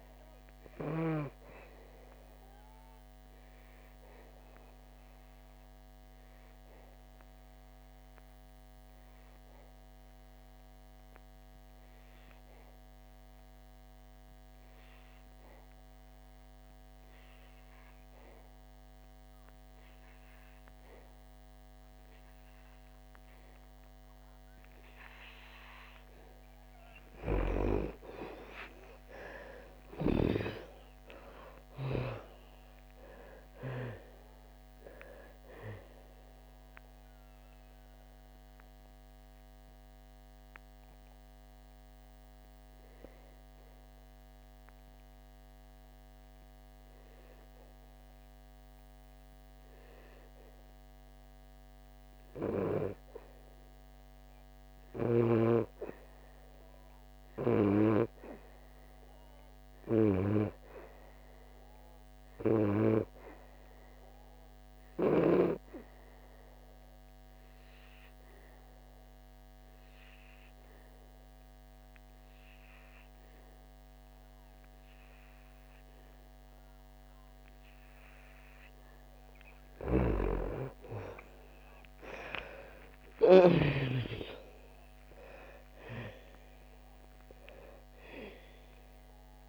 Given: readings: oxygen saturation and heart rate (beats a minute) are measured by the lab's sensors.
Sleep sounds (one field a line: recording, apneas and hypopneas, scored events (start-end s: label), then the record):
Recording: breathing in sleep by a microphone on the trachea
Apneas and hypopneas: 3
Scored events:
0.00-14.00 s: oxygen desaturation (device-marked, oxygen 98% before, 89% lowest, heart rate 64 before, 60 extreme)
2.50-26.50 s: obstructive apnea (oxygen 98% before, 81% lowest, heart rate 65 before, 58 extreme, up 18 after)
19.00-56.00 s: oxygen desaturation (device-marked, oxygen 97% before, 81% lowest, heart rate 67 before, 58 extreme)
27.50-31.50 s: arousal
35.50-53.00 s: obstructive apnea (oxygen 97% before, 81% lowest, heart rate 66 before, 58 extreme, up 12 after)
55.00-58.50 s: arousal
65.50-78.50 s: obstructive apnea (oxygen 99% before, 80% lowest, heart rate 65 before, 63 extreme, up 16 after)
67.00-89.49 s: oxygen desaturation (device-marked, oxygen 99% before, 82% lowest, heart rate 67 before, 61 extreme)
79.50-83.50 s: snoring (device-marked)
82.00-86.00 s: arousal
From the record:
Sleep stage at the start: N2 (light sleep)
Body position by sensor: on the back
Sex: female